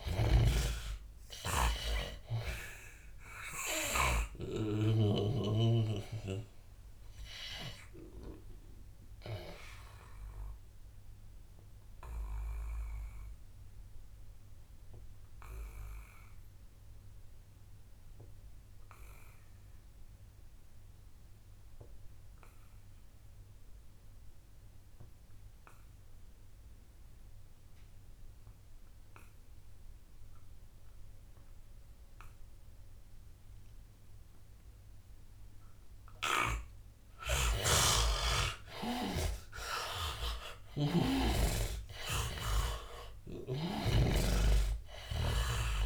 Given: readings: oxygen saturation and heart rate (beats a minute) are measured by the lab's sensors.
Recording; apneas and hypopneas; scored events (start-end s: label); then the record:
breathing in sleep by a room microphone; 1
0.00-5.50 s: snoring (device-marked)
0.00-20.00 s: oxygen desaturation (device-marked, oxygen 77% lowest, heart rate 74 extreme)
4.50-36.50 s: obstructive apnea (oxygen 99% before, 76% lowest, heart rate 82 before, 75 extreme, up 15 after)
33.00-45.86 s: oxygen desaturation (device-marked, oxygen 100% before, 76% lowest, heart rate 81 before, 76 extreme)
36.00-45.86 s: snoring (device-marked)
39.50-42.50 s: arousal
From the record:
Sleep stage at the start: N2 (light sleep); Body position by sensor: on the back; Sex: male